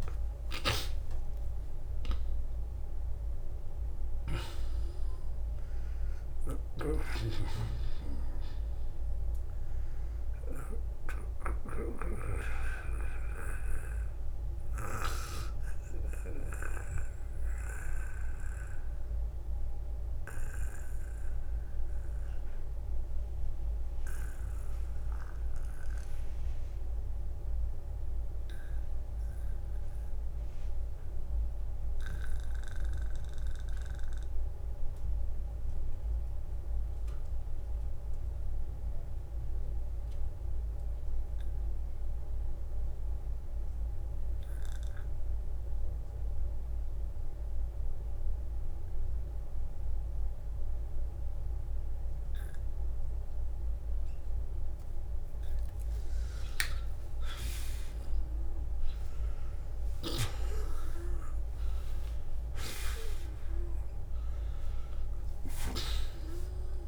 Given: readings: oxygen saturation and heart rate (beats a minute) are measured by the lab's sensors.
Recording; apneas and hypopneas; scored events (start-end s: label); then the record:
breathing in sleep by a room microphone; 1
0.00-36.50 s: oxygen desaturation (device-marked, oxygen 76% lowest, heart rate 44 extreme)
11.50-13.50 s: long interval between heartbeats (device-marked, heart rate 59 before, 58 extreme)
15.00-55.50 s: obstructive apnea (oxygen 91% before, 73% lowest, heart rate 60 before, 44 extreme, up 31 after)
20.00-22.00 s: long interval between heartbeats (device-marked, heart rate 61 before, 66 extreme)
23.00-25.00 s: long interval between heartbeats (device-marked, heart rate 62 before, 60 extreme)
51.50-66.88 s: oxygen desaturation (device-marked, oxygen 96% before, 82% lowest, heart rate 50 before, 46 extreme)
55.50-57.50 s: long interval between heartbeats (device-marked, heart rate 49 before, 58 extreme)
58.00-63.50 s: arousal
From the record:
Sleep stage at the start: N2 (light sleep); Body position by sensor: on the back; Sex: male